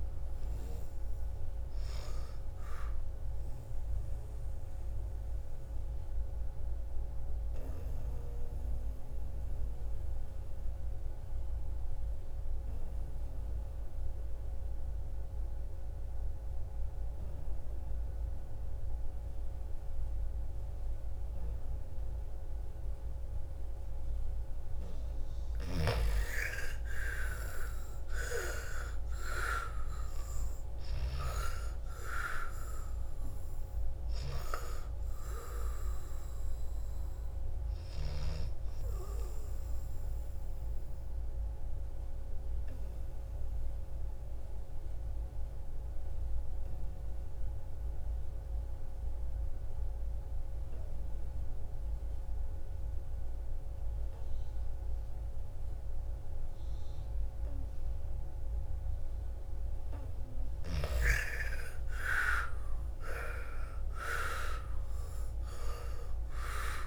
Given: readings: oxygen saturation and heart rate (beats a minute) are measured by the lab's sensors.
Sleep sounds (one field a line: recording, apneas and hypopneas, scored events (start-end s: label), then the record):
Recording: breathing in sleep by a room microphone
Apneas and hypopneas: 2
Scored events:
0.00-10.00 s: oxygen desaturation (device-marked, oxygen 84% lowest, heart rate 54 extreme)
3.00-23.50 s: obstructive apnea (oxygen 99% before, 81% lowest, heart rate 63 before, 54 extreme, up 13 after)
25.00-31.00 s: snoring (device-marked)
25.00-46.00 s: oxygen desaturation (device-marked, oxygen 99% before, 83% lowest, heart rate 56 before, 56 extreme)
26.50-31.00 s: arousal
40.00-59.00 s: obstructive apnea (oxygen 99% before, 81% lowest, heart rate 64 before, 56 extreme, up 14 after)
61.00-64.50 s: arousal
61.00-66.86 s: oxygen desaturation (device-marked, oxygen 98% before, 81% lowest, heart rate 58 before, 56 extreme)
From the record:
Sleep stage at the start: N2 (light sleep)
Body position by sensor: on the back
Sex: female